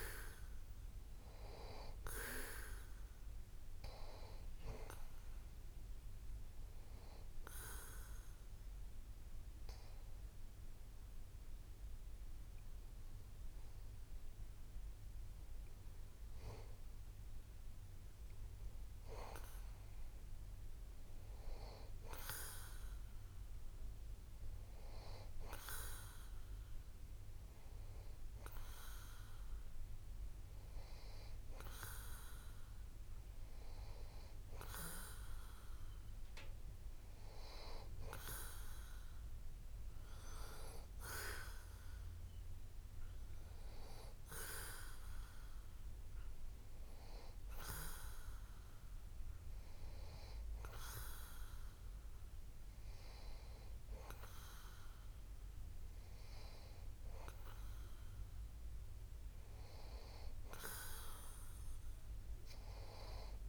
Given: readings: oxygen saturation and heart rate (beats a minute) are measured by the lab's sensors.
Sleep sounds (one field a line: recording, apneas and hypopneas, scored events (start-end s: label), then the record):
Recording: breathing in sleep by a room microphone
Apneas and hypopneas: none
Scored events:
none scored
From the record:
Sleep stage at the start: N2 (light sleep)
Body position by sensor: on the back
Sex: male